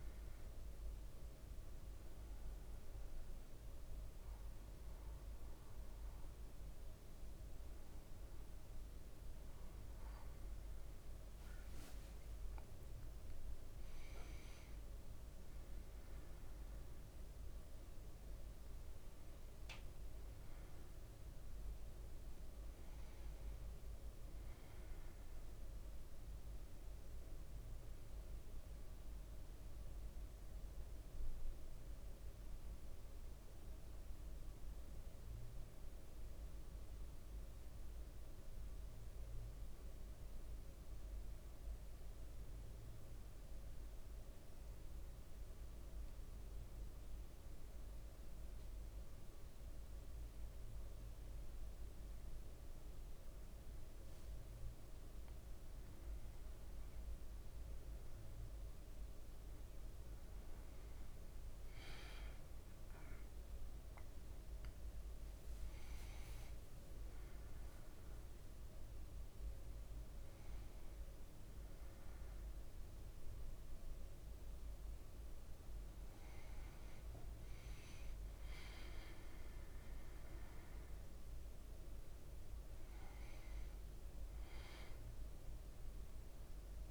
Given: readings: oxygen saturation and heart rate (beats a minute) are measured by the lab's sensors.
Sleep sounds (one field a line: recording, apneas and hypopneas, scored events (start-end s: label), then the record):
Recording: breathing in sleep, hard to hear, by a room microphone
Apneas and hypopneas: 1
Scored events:
12.50-18.50 s: arousal
40.50-56.00 s: mixed apnea (oxygen 99% before, 96% lowest, heart rate 57 before, 56 extreme, up 4 after)
58.00-63.50 s: arousal
From the record:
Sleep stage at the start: N1 (lightest sleep)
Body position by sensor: on the back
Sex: male